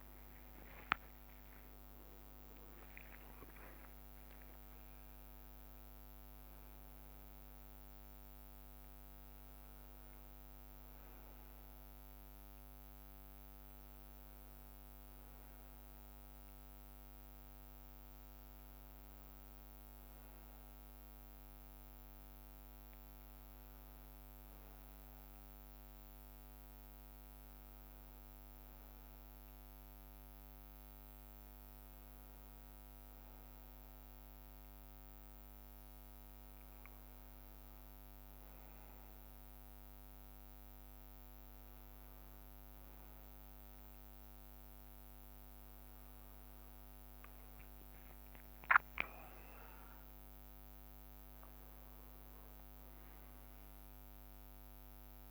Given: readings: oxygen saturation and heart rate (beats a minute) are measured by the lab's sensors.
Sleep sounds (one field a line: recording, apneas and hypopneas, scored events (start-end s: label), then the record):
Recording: breathing in sleep, hard to hear, by a microphone on the trachea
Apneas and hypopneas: 1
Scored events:
13.00-46.50 s: obstructive apnea (oxygen 94% before, 92% lowest, heart rate 63 before, 60 extreme, up 2 after)
17.00-29.00 s: drop in pulse transit time (device-marked, heart rate 63 before, 60 extreme)
49.00-53.50 s: arousal
From the record:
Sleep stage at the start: N1 (lightest sleep)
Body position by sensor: on the right side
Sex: male